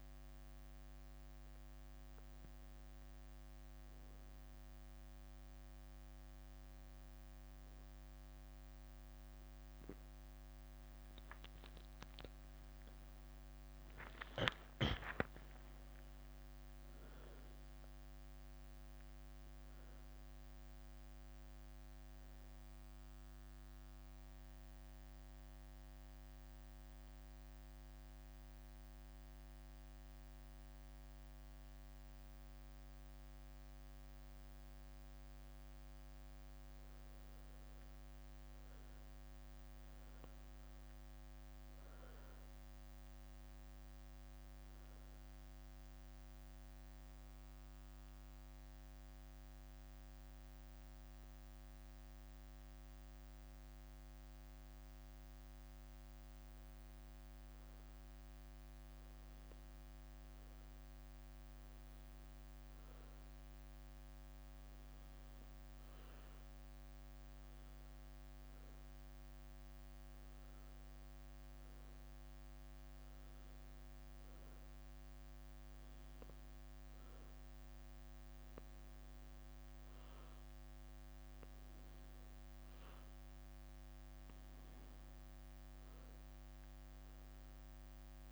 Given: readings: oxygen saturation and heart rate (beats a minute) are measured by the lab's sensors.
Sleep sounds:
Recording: breathing in sleep, hard to hear, by a microphone on the trachea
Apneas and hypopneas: 2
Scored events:
0.00-4.00 s: leg movement (device-marked)
6.00-7.50 s: leg movement (device-marked)
10.00-14.50 s: leg movement (device-marked)
11.00-14.50 s: arousal
14.00-33.00 s: oxygen desaturation (device-marked, oxygen 98% before, 95% lowest, heart rate 70 before, 66 extreme)
14.50-16.50 s: leg movement (device-marked)
15.00-17.00 s: long interval between heartbeats (device-marked, heart rate 71 before, 96 extreme)
18.50-26.00 s: leg movement (device-marked)
25.00-38.50 s: obstructive apnea (oxygen 99% before, 90% lowest, heart rate 80 before, 66 extreme, up 9 after)
28.00-35.50 s: leg movement (device-marked)
39.00-45.00 s: leg movement (device-marked)
39.50-43.00 s: arousal
42.00-60.00 s: oxygen desaturation (device-marked, oxygen 98% before, 93% lowest, heart rate 69 before, 66 extreme)
47.00-79.50 s: obstructive apnea (oxygen 98% before, 90% lowest, heart rate 70 before, 66 extreme, up 2 after)
48.00-54.50 s: leg movement (device-marked)
64.00-88.32 s: new sleep stage, N2 (light sleep)
70.00-88.32 s: oxygen desaturation (device-marked, oxygen 97% before, 90% lowest, heart rate 69 before, 70 extreme)
82.50-87.50 s: arousal
84.00-88.32 s: leg movement (device-marked)
From the record:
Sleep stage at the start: N1 (lightest sleep)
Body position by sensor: on the back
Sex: female

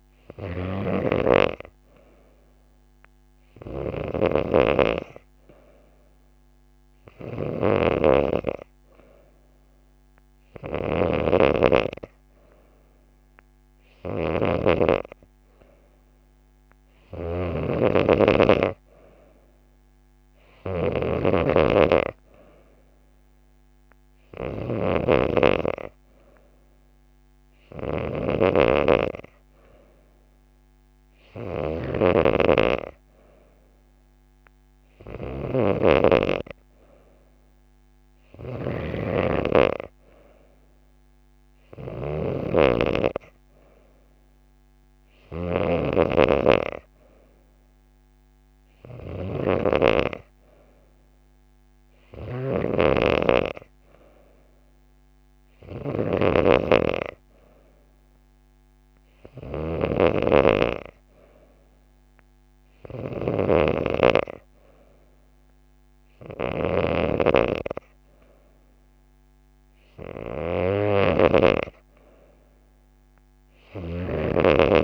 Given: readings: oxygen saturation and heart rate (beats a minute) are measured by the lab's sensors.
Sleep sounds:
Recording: breathing in sleep by a microphone on the trachea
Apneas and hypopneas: none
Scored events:
none scored
From the record:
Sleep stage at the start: N3 (deep sleep)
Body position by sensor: on the back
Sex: female

